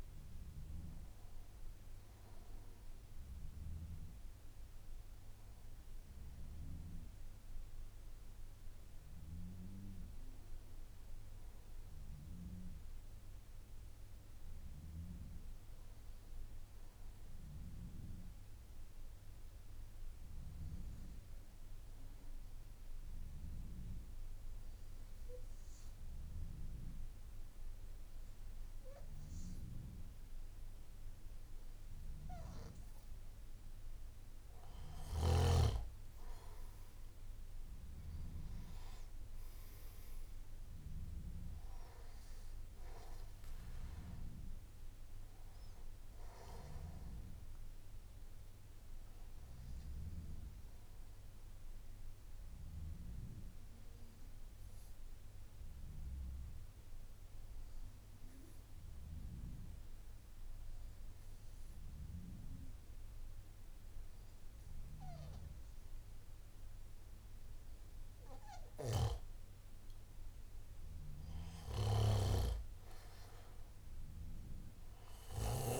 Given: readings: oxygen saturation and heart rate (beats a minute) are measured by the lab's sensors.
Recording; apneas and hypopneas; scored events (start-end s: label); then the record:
breathing in sleep by a room microphone; 2
19.50-33.00 s: obstructive apnea (oxygen 98% before, 93% lowest, heart rate 54 before, 53 extreme, up 5 after)
50.50-68.00 s: obstructive apnea (oxygen 98% before, 93% lowest, heart rate 57 before, 54 extreme, up 5 after)
From the record:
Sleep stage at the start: N1 (lightest sleep); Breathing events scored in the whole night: 225 in 4.0 hours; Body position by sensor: on the back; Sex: male